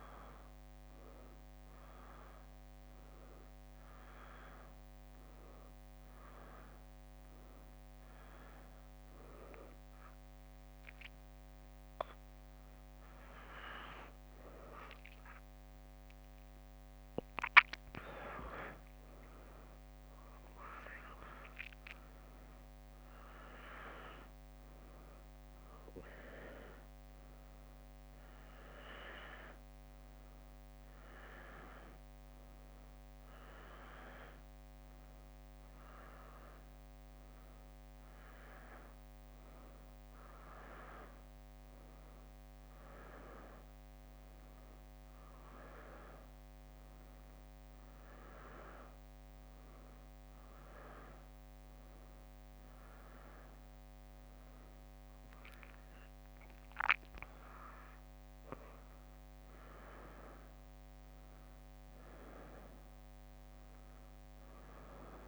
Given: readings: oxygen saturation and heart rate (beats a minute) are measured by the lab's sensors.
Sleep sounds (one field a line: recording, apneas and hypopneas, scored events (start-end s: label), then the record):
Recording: a person awake in a sleep study, by a microphone on the trachea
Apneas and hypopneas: none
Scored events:
0.00-5.00 s: oxygen desaturation (device-marked, oxygen 93% lowest, heart rate 63 extreme)
12.00-26.00 s: drop in pulse transit time (device-marked, heart rate 67 before, 68 extreme)
20.50-29.00 s: leg movement (device-marked)
From the record:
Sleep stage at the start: awake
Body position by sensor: on the back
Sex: female